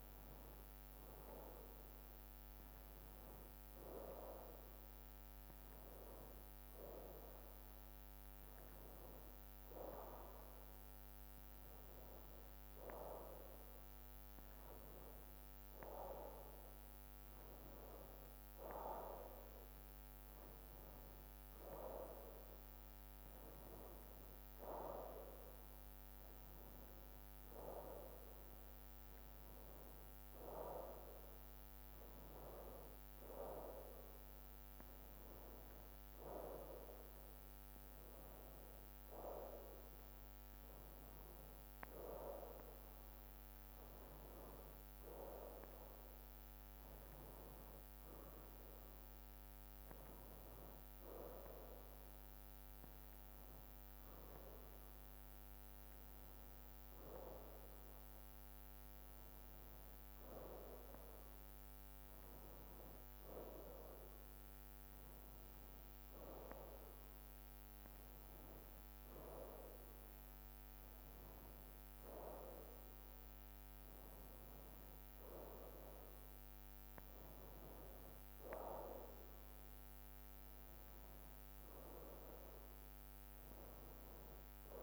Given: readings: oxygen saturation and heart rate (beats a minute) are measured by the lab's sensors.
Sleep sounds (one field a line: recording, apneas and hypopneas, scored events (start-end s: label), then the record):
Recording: a person awake in a sleep study, by a microphone on the trachea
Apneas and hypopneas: none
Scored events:
none scored
From the record:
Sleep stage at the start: awake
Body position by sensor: on the right side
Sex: male